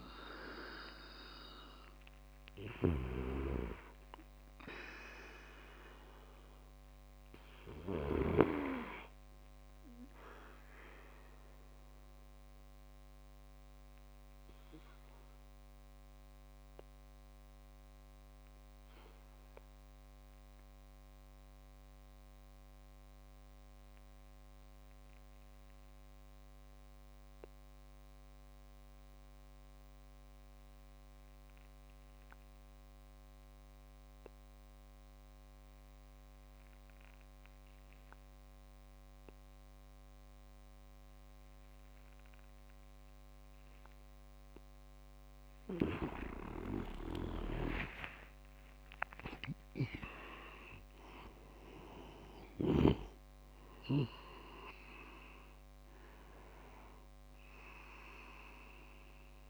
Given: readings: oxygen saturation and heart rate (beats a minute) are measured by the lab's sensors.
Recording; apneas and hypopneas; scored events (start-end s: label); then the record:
breathing in sleep by a microphone on the trachea; 1
0.00-4.50 s: oxygen desaturation (device-marked, oxygen 95% lowest)
2.50-8.00 s: snoring (device-marked)
12.00-43.50 s: mixed apnea (oxygen 98% before, 94% lowest)
41.50-59.50 s: oxygen desaturation (device-marked, oxygen 99% before, 94% lowest)
47.00-53.00 s: arousal
47.50-50.50 s: leg movement (device-marked)
From the record:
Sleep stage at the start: N2 (light sleep); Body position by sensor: on the back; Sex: male